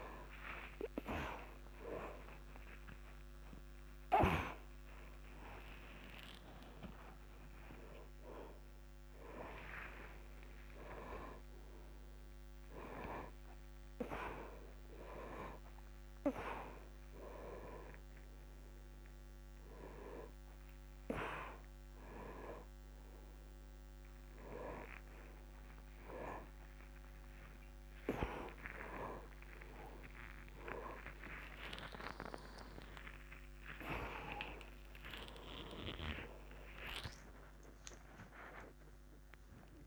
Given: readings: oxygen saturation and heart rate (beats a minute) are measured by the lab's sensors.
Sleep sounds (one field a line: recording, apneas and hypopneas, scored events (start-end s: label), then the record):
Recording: a person awake in a sleep study, by a microphone on the trachea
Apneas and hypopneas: none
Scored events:
1.50-3.50 s: long interval between heartbeats (device-marked, heart rate 139 before, 123 extreme)
5.50-7.50 s: long interval between heartbeats (device-marked, heart rate 130 before, 145 extreme)
10.50-12.50 s: long interval between heartbeats (device-marked, heart rate 131 before, 108 extreme)
14.00-16.00 s: long interval between heartbeats (device-marked, heart rate 124 before, 111 extreme)
16.50-18.50 s: long interval between heartbeats (device-marked, heart rate 122 before, 113 extreme)
26.00-28.00 s: long interval between heartbeats (device-marked, heart rate 112 before, 95 extreme)
29.00-31.00 s: long interval between heartbeats (device-marked, heart rate 107 before, 131 extreme)
30.50-39.87 s: oxygen desaturation (device-marked, oxygen 99% before, 94% lowest, heart rate 109 before, 83 extreme)
32.00-34.00 s: long interval between heartbeats (device-marked, heart rate 110 before, 139 extreme)
34.00-36.00 s: long interval between heartbeats (device-marked, heart rate 113 before, 123 extreme)
From the record:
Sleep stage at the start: awake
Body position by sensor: on the front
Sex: male